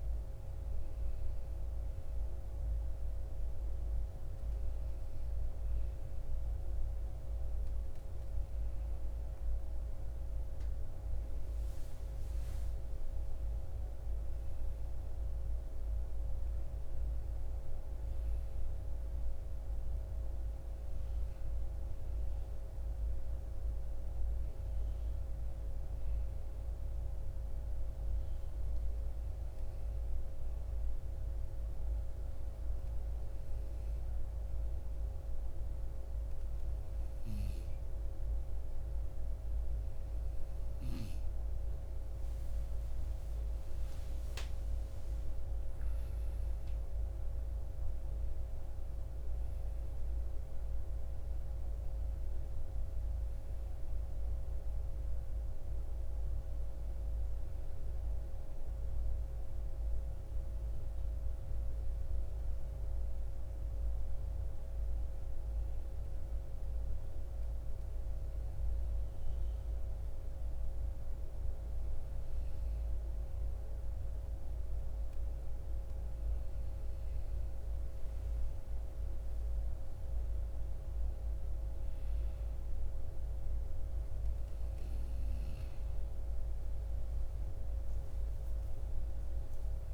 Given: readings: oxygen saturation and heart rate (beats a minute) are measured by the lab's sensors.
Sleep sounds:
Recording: breathing in sleep, hard to hear, by a room microphone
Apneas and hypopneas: 2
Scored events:
28.50-42.00 s: obstructive apnea (oxygen 93% before, 89% lowest, heart rate 58 before, 55 extreme, up 11 after)
45.00-49.50 s: arousal
50.00-70.00 s: oxygen desaturation (device-marked, oxygen 93% before, 89% lowest, heart rate 59 before, 53 extreme)
65.00-79.50 s: hypopnea (oxygen 93% before, 89% lowest, heart rate 62 before, 53 extreme, up 4 after)
81.50-85.50 s: arousal
From the record:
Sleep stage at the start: N2 (light sleep)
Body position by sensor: on the right side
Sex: male

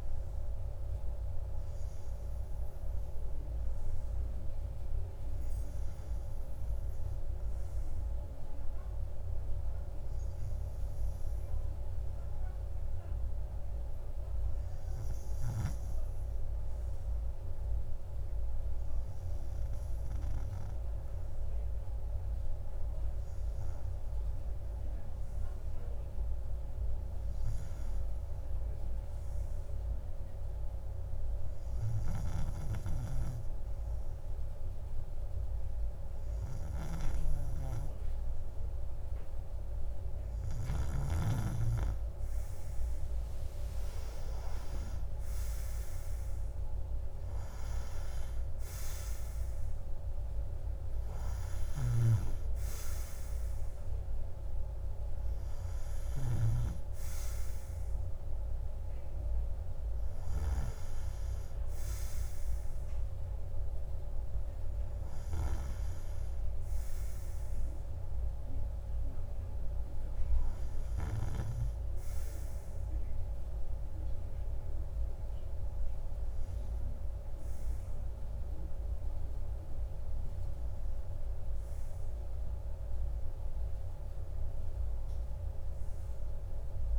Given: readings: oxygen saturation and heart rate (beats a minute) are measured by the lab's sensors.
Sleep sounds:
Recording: breathing in sleep by a room microphone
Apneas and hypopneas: none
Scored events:
41.50-46.00 s: arousal
From the record:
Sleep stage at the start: REM sleep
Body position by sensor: on the right side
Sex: male

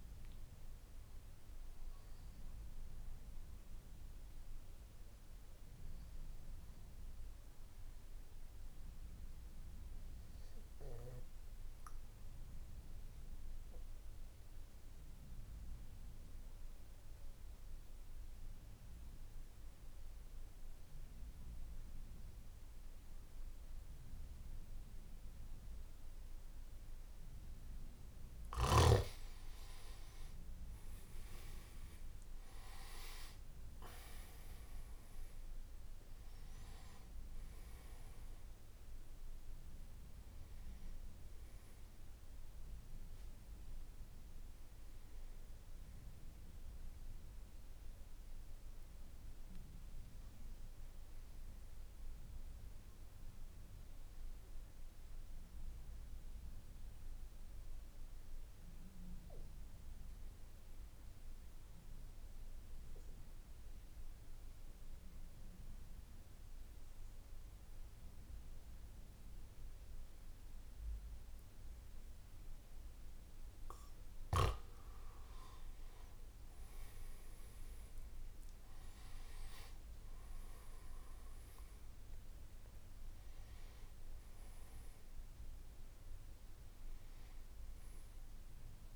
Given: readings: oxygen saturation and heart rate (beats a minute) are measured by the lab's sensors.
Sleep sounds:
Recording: breathing in sleep, hard to hear, by a room microphone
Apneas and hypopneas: 2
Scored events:
0.00-11.00 s: oxygen desaturation (device-marked, oxygen 88% lowest, heart rate 53 extreme)
5.50-27.50 s: obstructive apnea (oxygen 97% before, 88% lowest, heart rate 60 before, 54 extreme, up 11 after)
30.00-59.00 s: oxygen desaturation (device-marked, oxygen 98% before, 88% lowest, heart rate 55 before, 52 extreme)
51.00-73.00 s: obstructive apnea (oxygen 98% before, 88% lowest, heart rate 59 before, 52 extreme, up 7 after)
72.00-74.00 s: long interval between heartbeats (device-marked, heart rate 54 before, 57 extreme)
75.00-88.96 s: oxygen desaturation (device-marked, oxygen 98% before, 88% lowest, heart rate 54 before, 53 extreme)
From the record:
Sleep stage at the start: N2 (light sleep)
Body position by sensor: on the back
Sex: male

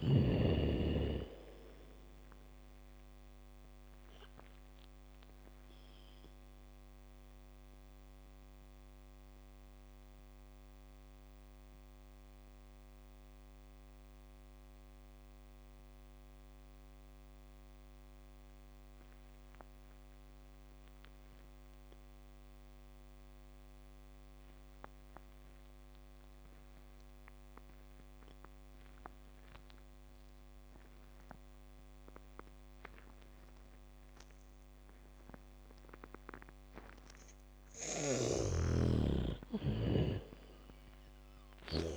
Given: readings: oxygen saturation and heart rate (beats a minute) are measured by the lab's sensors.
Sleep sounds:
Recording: breathing in sleep by a microphone on the trachea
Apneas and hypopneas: 1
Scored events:
0.00-3.50 s: bradycardia (device-marked)
0.00-27.50 s: oxygen desaturation (device-marked, oxygen 78% lowest)
6.00-36.50 s: mixed apnea (oxygen 98% before, 77% lowest, heart rate 51 before, 37 extreme)
29.50-41.97 s: oxygen desaturation (device-marked, oxygen 98% before, 77% lowest, heart rate 71 before, 37 extreme)
33.50-41.97 s: bradycardia (device-marked, heart rate 65 before, 37 extreme)
38.00-41.97 s: snoring (device-marked)
39.00-41.97 s: arousal
From the record:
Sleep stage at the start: N2 (light sleep)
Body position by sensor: on the back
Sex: female

